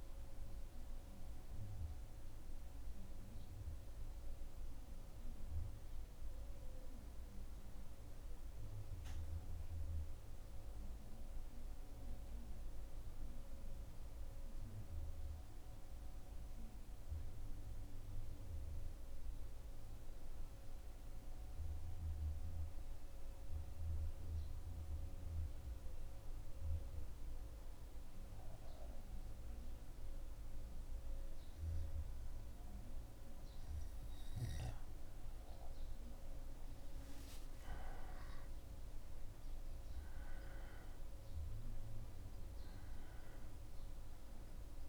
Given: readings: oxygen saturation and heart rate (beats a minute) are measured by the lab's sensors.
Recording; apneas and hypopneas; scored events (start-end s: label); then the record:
breathing in sleep, hard to hear, by a room microphone; 1
2.50-34.50 s: mixed apnea (oxygen 96% before, 92% lowest, heart rate 76 before, 75 extreme, up 0 after)
36.50-40.50 s: arousal
39.50-44.89 s: oxygen desaturation (device-marked, oxygen 97% before, 92% lowest, heart rate 77 before, 76 extreme)
From the record:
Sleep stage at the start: N2 (light sleep); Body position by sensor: on the back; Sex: male